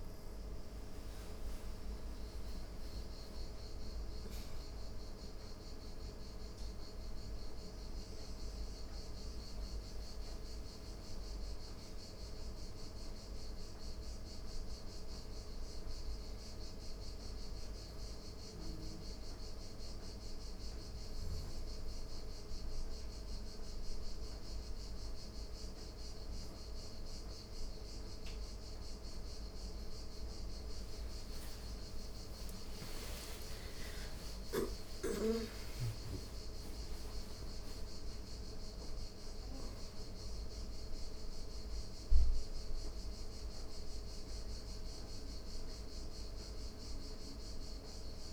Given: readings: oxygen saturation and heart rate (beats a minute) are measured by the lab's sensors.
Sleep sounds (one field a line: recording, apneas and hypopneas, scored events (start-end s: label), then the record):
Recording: breathing in sleep, hard to hear, by a room microphone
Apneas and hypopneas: 1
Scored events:
20.50-30.50 s: mixed apnea (oxygen 96% before, 88% lowest)
31.00-35.00 s: arousal
36.50-48.33 s: oxygen desaturation (device-marked, oxygen 95% before, 89% lowest)
From the record:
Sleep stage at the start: N2 (light sleep)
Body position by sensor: on the back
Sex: female